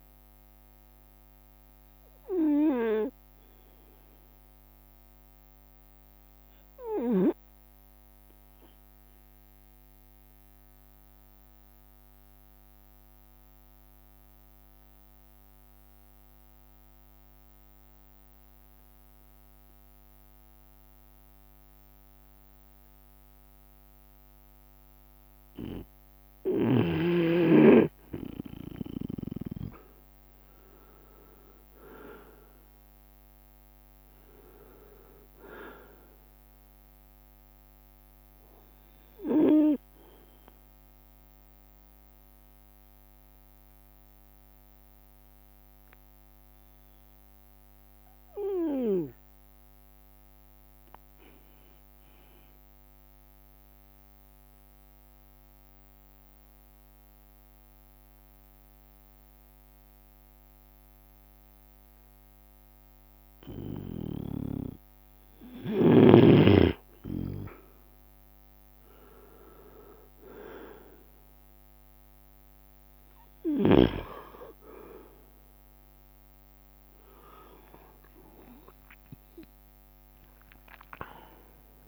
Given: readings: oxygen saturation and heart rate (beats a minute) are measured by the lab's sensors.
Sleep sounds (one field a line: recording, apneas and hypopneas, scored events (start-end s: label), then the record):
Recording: breathing in sleep by a microphone on the trachea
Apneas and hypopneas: 2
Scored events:
0.00-15.50 s: oxygen desaturation (device-marked, oxygen 92% lowest)
0.00-81.87 s: bradycardia (device-marked)
2.00-25.50 s: obstructive apnea (oxygen 98% before, 92% lowest)
10.50-12.50 s: long interval between heartbeats (device-marked)
25.50-32.50 s: drop in pulse transit time (device-marked)
27.50-28.50 s: leg movement (device-marked)
28.00-30.00 s: long interval between heartbeats (device-marked)
28.50-34.00 s: arousal
30.50-32.50 s: leg movement (device-marked)
30.50-53.50 s: oxygen desaturation (device-marked, oxygen 98% before, 94% lowest)
41.00-43.00 s: long interval between heartbeats (device-marked)
41.00-64.50 s: obstructive apnea (oxygen 98% before, 93% lowest)
51.50-53.50 s: long interval between heartbeats (device-marked)
61.00-63.00 s: long interval between heartbeats (device-marked)
67.50-72.00 s: arousal
69.50-81.87 s: oxygen desaturation (device-marked, oxygen 98% before, 93% lowest)
70.50-72.50 s: long interval between heartbeats (device-marked)
79.00-81.00 s: long interval between heartbeats (device-marked)
From the record:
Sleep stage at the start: N2 (light sleep)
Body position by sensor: on the right side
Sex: male